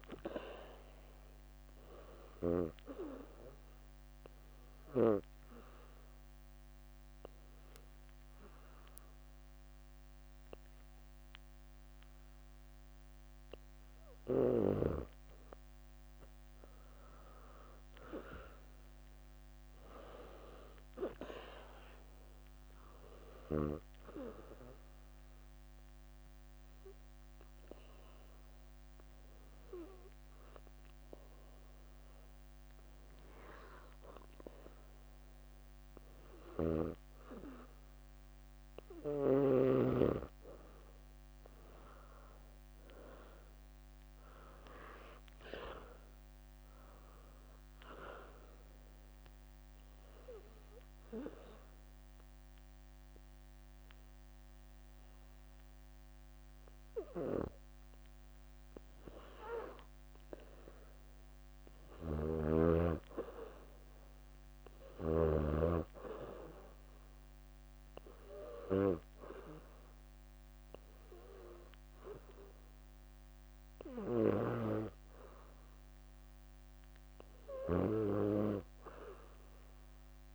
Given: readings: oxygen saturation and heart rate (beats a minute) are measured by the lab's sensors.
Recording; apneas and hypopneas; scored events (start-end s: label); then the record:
breathing in sleep by a microphone on the trachea; 3
0.00-1.50 s: arousal
0.00-3.50 s: leg movement (device-marked)
5.50-16.50 s: hypopnea (oxygen 97% before, 91% lowest, heart rate 64 before, 58 extreme, up 12 after)
9.00-20.00 s: oxygen desaturation (device-marked, oxygen 96% before, 91% lowest, heart rate 66 before, 60 extreme)
10.00-12.00 s: bradycardia (device-marked, heart rate 68 before, 61 extreme)
17.00-19.50 s: arousal
22.00-34.50 s: hypopnea (oxygen 97% before, 91% lowest, heart rate 65 before, 60 extreme, up 5 after)
30.00-38.00 s: oxygen desaturation (device-marked, oxygen 96% before, 91% lowest, heart rate 65 before, 60 extreme)
35.00-37.00 s: leg movement (device-marked)
36.00-39.00 s: arousal
41.00-51.00 s: leg movement (device-marked)
43.00-63.00 s: oxygen desaturation (device-marked, oxygen 96% before, 91% lowest, heart rate 66 before, 60 extreme)
51.50-61.50 s: obstructive apnea (oxygen 96% before, 90% lowest, heart rate 68 before, 60 extreme, up 8 after)
60.50-62.50 s: leg movement (device-marked)
62.00-65.50 s: snoring (device-marked)
64.00-67.00 s: arousal
64.50-72.00 s: leg movement (device-marked)
68.00-79.00 s: oxygen desaturation (device-marked, oxygen 96% before, 93% lowest, heart rate 65 before, 66 extreme)
From the record:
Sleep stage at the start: N2 (light sleep); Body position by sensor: on the back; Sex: female